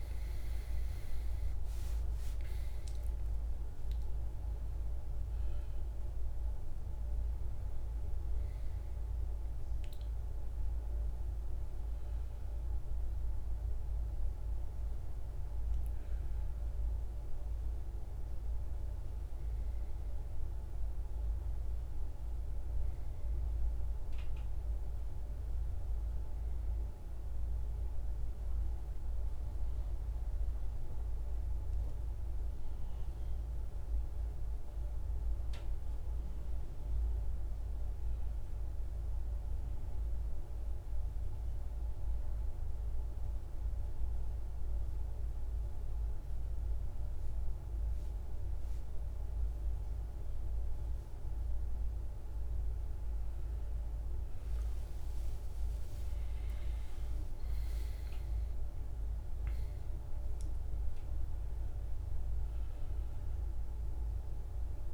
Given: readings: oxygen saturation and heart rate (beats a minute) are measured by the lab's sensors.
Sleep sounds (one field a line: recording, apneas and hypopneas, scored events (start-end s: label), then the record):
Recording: breathing in sleep, hard to hear, by a room microphone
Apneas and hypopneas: 1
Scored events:
0.00-2.00 s: arousal
0.00-17.00 s: oxygen desaturation (device-marked, oxygen 87% lowest, heart rate 60 extreme)
35.50-40.00 s: arousal
43.00-53.50 s: central apnea (oxygen 99% before, 90% lowest, heart rate 60 before, 60 extreme, up 13 after)
43.00-64.94 s: oxygen desaturation (device-marked, oxygen 98% before, 90% lowest, heart rate 60 before, 60 extreme)
From the record:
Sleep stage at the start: N1 (lightest sleep)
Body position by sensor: on the back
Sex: male